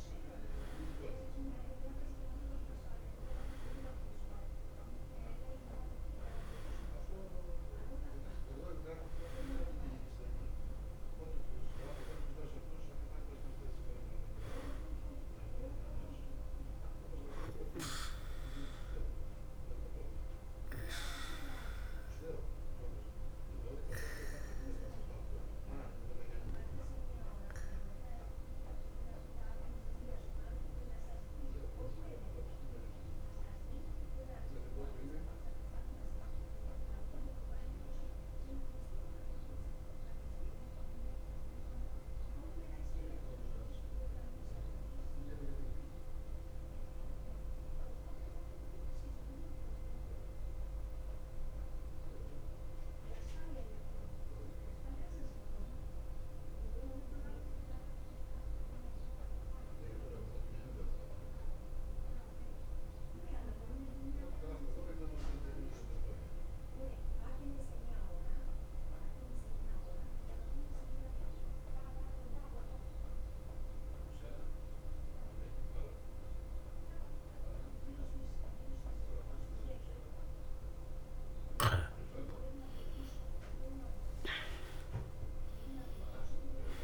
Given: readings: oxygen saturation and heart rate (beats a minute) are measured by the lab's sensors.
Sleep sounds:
breathing in sleep by a room microphone; 1
0.00-1.50 s: arousal
0.00-44.00 s: oxygen desaturation (device-marked, oxygen 87% lowest, heart rate 52 extreme)
28.00-79.50 s: mixed apnea (oxygen 94% before, 86% lowest, heart rate 56 before, 52 extreme, up 3 after)
75.00-86.84 s: oxygen desaturation (device-marked, oxygen 97% before, 86% lowest, heart rate 53 before, 51 extreme)
81.00-84.50 s: arousal
From the record:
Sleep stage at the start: N2 (light sleep); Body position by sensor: on the back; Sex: male

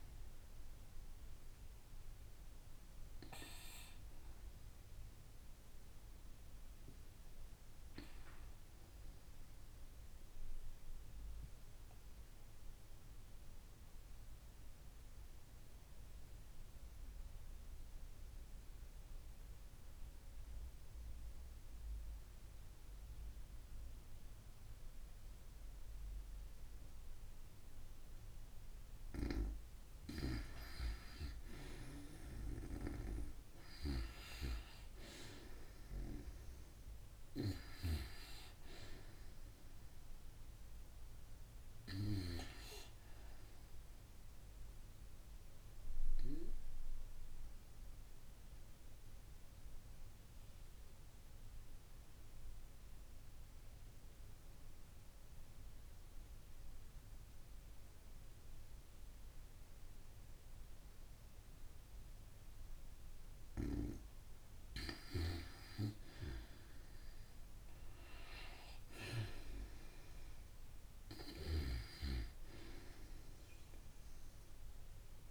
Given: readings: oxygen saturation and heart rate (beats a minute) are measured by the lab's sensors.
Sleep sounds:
breathing in sleep by a room microphone; 2
10.00-28.00 s: obstructive apnea (oxygen 94% before, 89% lowest, heart rate 75 before, 57 extreme)
26.00-37.00 s: oxygen desaturation (device-marked, oxygen 94% before, 90% lowest)
29.00-34.50 s: arousal
44.50-63.50 s: obstructive apnea (oxygen 97% before, 89% lowest)
60.00-75.31 s: oxygen desaturation (device-marked, oxygen 96% before, 89% lowest, heart rate 77 before, 77 extreme)
66.00-71.00 s: arousal
From the record:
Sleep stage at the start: N2 (light sleep); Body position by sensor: on the right side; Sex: female

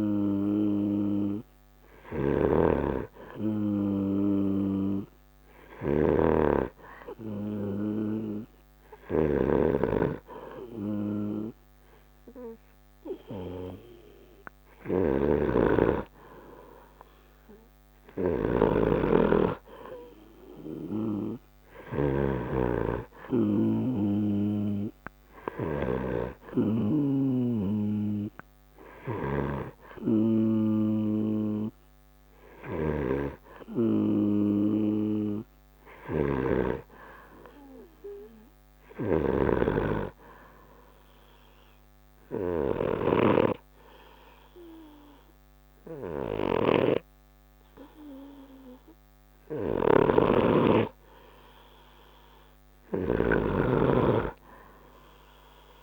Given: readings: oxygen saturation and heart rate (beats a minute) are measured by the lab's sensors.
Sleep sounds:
breathing in sleep by a microphone on the trachea; 1
0.00-55.83 s: snoring (device-marked)
41.00-51.50 s: obstructive apnea (oxygen 93% before, 90% lowest, heart rate 46 before, 37 extreme, up 9 after)
54.50-55.83 s: arousal
From the record:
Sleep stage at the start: N2 (light sleep); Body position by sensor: on the right side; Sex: male

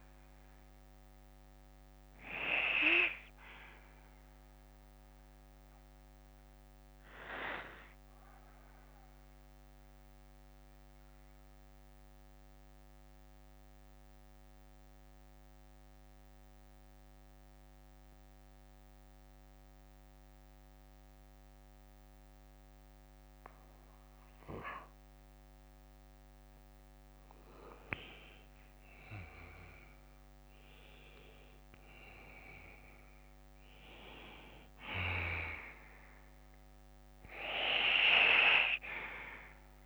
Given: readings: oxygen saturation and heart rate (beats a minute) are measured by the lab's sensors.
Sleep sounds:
breathing in sleep by a microphone on the trachea; 1
0.00-16.50 s: bradycardia (device-marked, heart rate 50 extreme)
0.00-21.50 s: oxygen desaturation (device-marked, oxygen 89% lowest, heart rate 50 extreme)
4.50-27.00 s: mixed apnea (oxygen 98% before, 89% lowest, heart rate 59 before, 52 extreme, up 13 after)
19.50-21.50 s: bradycardia (device-marked, heart rate 60 before, 59 extreme)
23.50-27.50 s: bradycardia (device-marked, heart rate 60 before, 57 extreme)
29.00-33.00 s: arousal
34.50-36.50 s: bradycardia (device-marked, heart rate 60 before, 62 extreme)
37.50-39.86 s: bradycardia (device-marked, heart rate 60 before, 49 extreme)
From the record:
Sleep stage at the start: N2 (light sleep); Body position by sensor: on the back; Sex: male

